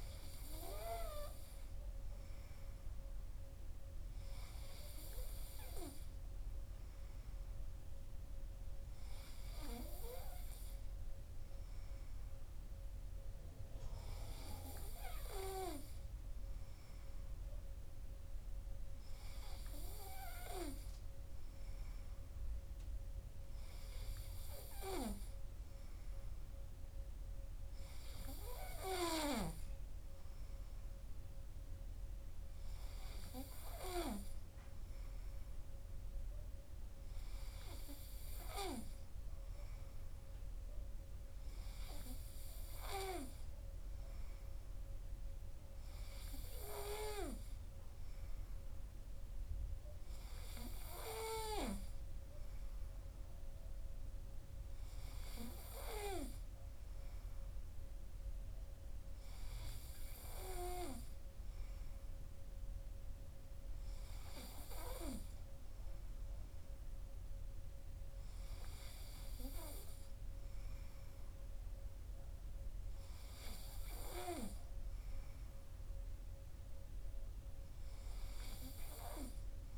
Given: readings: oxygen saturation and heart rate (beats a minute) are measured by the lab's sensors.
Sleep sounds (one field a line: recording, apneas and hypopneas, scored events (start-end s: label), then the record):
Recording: breathing in sleep by a room microphone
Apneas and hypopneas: none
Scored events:
none scored
From the record:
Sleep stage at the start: N2 (light sleep)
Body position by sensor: on the right side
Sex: male